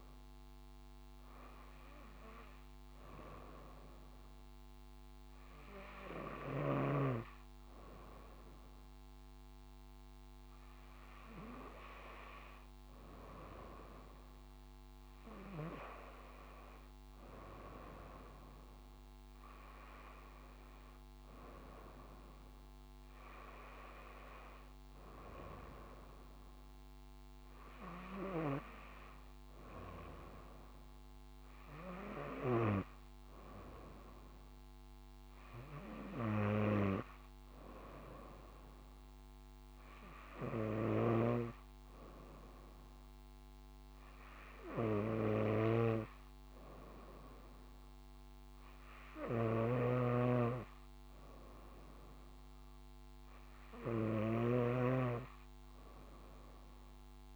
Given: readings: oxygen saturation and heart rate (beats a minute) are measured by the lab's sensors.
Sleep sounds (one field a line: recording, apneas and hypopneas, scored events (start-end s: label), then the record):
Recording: breathing in sleep by a microphone on the trachea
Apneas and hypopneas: none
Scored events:
41.00-57.36 s: snoring (device-marked)
From the record:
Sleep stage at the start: N2 (light sleep)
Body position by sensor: on the front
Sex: female